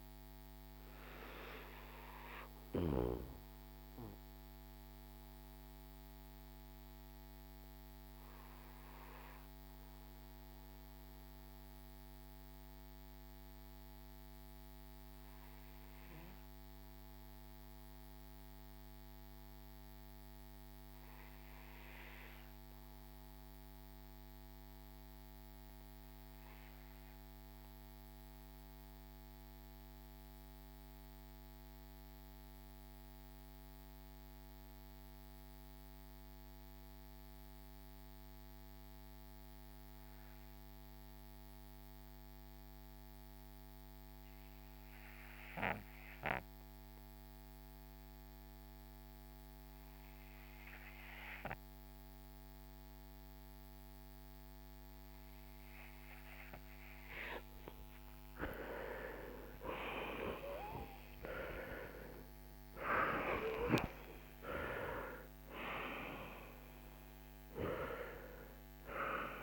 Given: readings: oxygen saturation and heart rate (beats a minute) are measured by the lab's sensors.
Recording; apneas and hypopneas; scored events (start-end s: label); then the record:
breathing in sleep by a microphone on the trachea; 1
0.00-30.00 s: oxygen desaturation (device-marked, oxygen 80% lowest, heart rate 47 extreme)
3.00-57.00 s: obstructive apnea (oxygen 91% before, 75% lowest, heart rate 60 before, 47 extreme, up 26 after)
48.00-69.43 s: oxygen desaturation (device-marked, oxygen 94% before, 75% lowest, heart rate 53 before, 49 extreme)
58.50-64.00 s: arousal
From the record:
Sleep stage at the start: N2 (light sleep); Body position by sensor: on the back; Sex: male